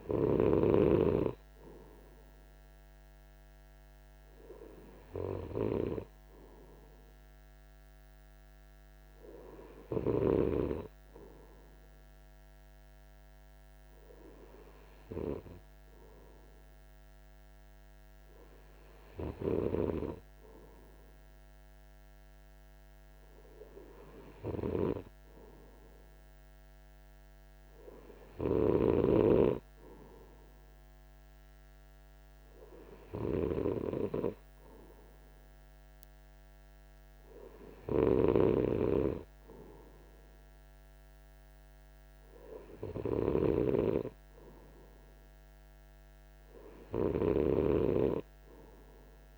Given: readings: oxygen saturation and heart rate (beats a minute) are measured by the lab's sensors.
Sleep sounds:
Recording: breathing in sleep by a microphone on the trachea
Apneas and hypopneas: none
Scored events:
none scored
From the record:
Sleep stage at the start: N3 (deep sleep)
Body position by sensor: on the right side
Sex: male

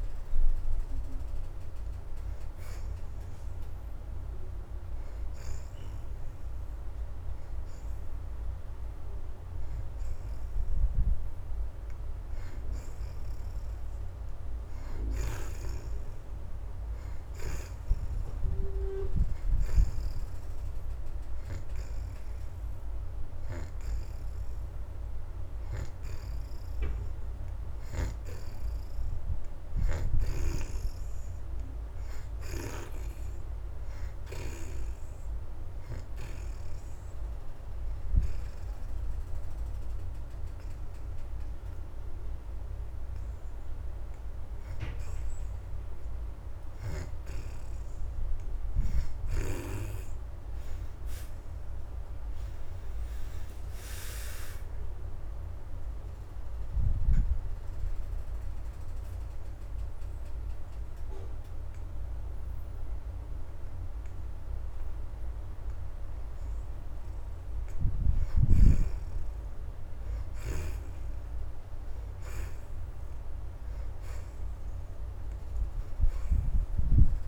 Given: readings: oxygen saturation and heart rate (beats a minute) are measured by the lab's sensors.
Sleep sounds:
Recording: breathing in sleep by a room microphone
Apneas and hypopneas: 1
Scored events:
0.00-22.50 s: oxygen desaturation (device-marked, oxygen 58% lowest, heart rate 79 extreme)
37.00-47.00 s: hypopnea (oxygen 78% before, 63% lowest, heart rate 86 before, 78 extreme, up 36 after)
39.50-56.50 s: oxygen desaturation (device-marked, oxygen 71% before, 63% lowest, heart rate 88 before, 78 extreme)
51.00-56.00 s: arousal
65.50-71.50 s: oxygen desaturation (device-marked, oxygen 68% before, 65% lowest, heart rate 96 before, 79 extreme)
From the record:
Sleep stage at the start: N2 (light sleep)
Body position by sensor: on the back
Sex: female

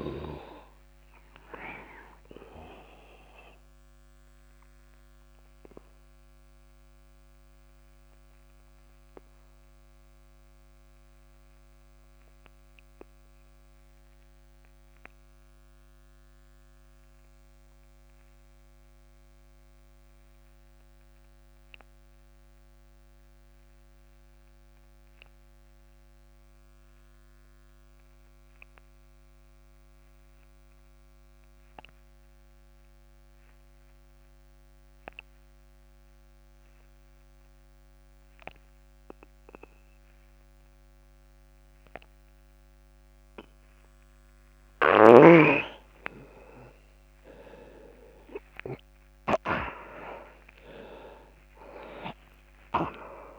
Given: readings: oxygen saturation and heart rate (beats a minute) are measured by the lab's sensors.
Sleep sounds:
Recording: breathing in sleep by a microphone on the trachea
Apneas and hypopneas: 1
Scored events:
0.00-17.50 s: oxygen desaturation (device-marked, oxygen 83% lowest)
1.00-43.00 s: obstructive apnea (oxygen 99% before, 83% lowest)
39.50-53.39 s: oxygen desaturation (device-marked, oxygen 98% before, 83% lowest)
47.00-51.50 s: arousal
From the record:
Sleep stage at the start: N2 (light sleep)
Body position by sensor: on the back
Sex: male

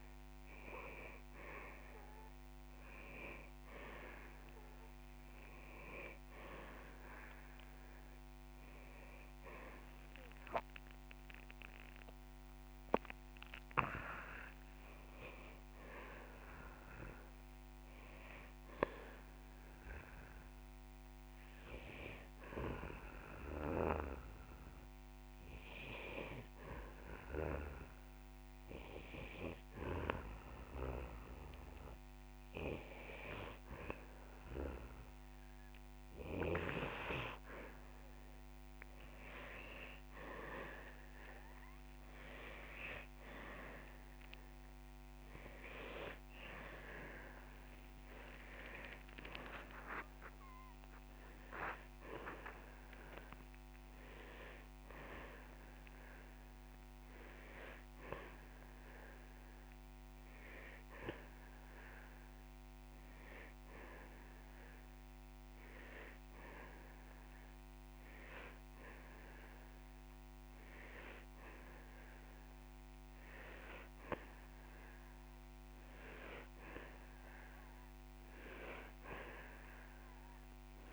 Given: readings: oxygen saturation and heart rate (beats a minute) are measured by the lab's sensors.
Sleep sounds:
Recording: breathing in sleep by a microphone on the trachea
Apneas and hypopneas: 2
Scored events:
20.50-34.50 s: hypopnea (oxygen 99% before, 94% lowest)
39.00-42.50 s: arousal
59.00-71.50 s: hypopnea (oxygen 97% before, 94% lowest)
73.00-77.00 s: arousal
From the record:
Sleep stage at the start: N2 (light sleep)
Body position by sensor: on the back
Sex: male

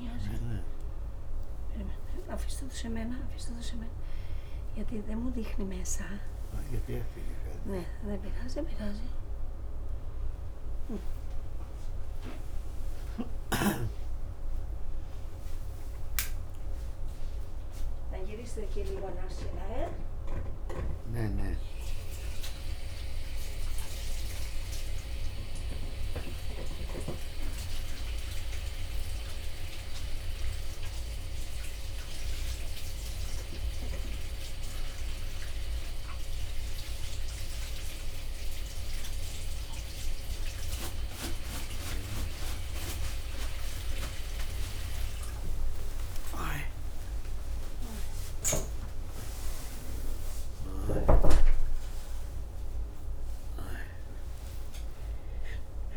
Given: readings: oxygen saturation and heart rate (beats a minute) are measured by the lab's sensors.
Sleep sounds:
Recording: a person awake in a sleep study, by a room microphone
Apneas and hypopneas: none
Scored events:
none scored
From the record:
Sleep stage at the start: awake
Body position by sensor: upright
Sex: male

